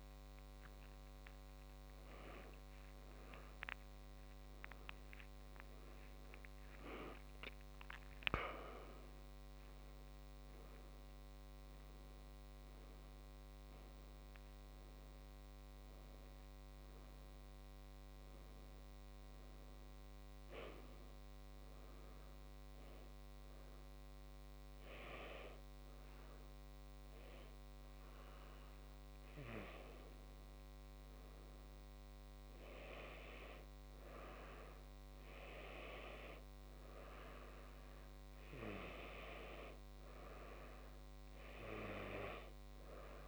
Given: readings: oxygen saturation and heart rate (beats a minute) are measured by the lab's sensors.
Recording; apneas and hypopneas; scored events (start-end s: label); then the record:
breathing in sleep by a microphone on the trachea; 1
4.50-8.50 s: arousal
21.00-32.00 s: hypopnea (oxygen 93% before, 93% lowest, heart rate 67 before, 54 extreme, up 7 after)
32.50-36.50 s: arousal
From the record:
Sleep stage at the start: N2 (light sleep); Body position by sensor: on the back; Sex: male